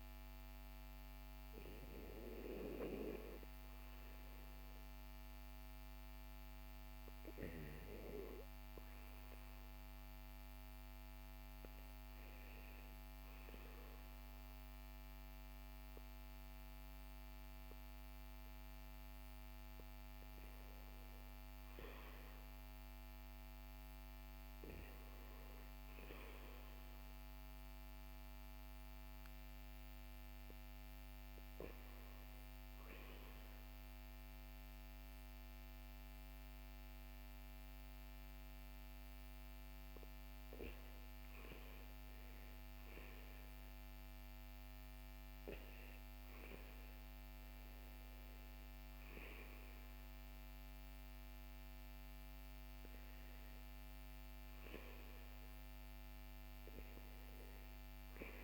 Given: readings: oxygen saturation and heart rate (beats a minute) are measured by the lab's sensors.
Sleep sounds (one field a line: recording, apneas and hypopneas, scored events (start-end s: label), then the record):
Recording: breathing in sleep by a microphone on the trachea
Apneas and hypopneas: none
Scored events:
5.50-58.44 s: new sleep stage, REM sleep
From the record:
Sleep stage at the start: N2 (light sleep)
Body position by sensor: on the back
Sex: male